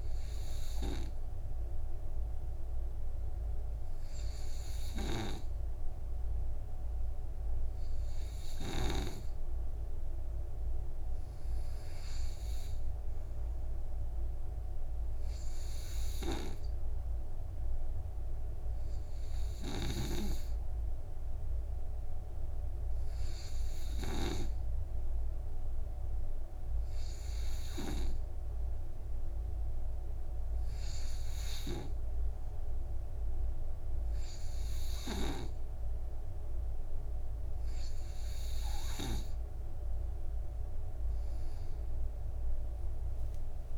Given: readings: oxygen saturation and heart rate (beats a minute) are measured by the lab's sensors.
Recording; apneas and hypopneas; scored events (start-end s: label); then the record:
breathing in sleep by a room microphone; none
16.00-28.00 s: oxygen desaturation (device-marked, oxygen 96% before, 92% lowest, heart rate 62 before, 57 extreme)
From the record:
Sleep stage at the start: N2 (light sleep); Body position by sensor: on the right side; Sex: male